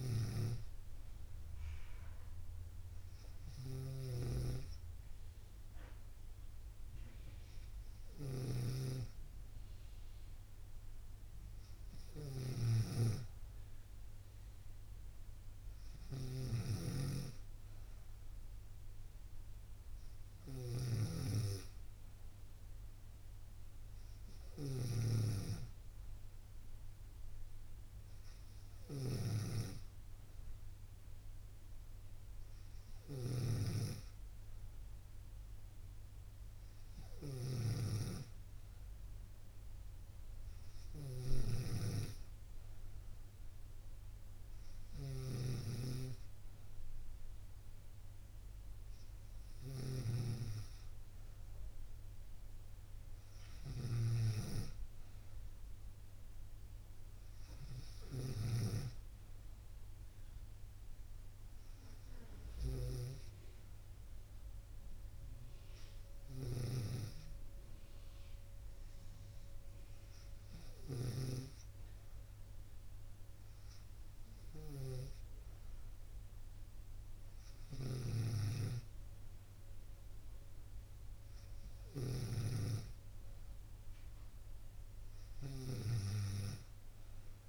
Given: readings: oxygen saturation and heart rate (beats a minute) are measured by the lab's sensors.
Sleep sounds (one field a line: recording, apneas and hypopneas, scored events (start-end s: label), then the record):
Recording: breathing in sleep by a room microphone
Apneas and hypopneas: none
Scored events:
0.00-87.49 s: snoring (device-marked)
From the record:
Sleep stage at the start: N2 (light sleep)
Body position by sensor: on the right side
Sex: female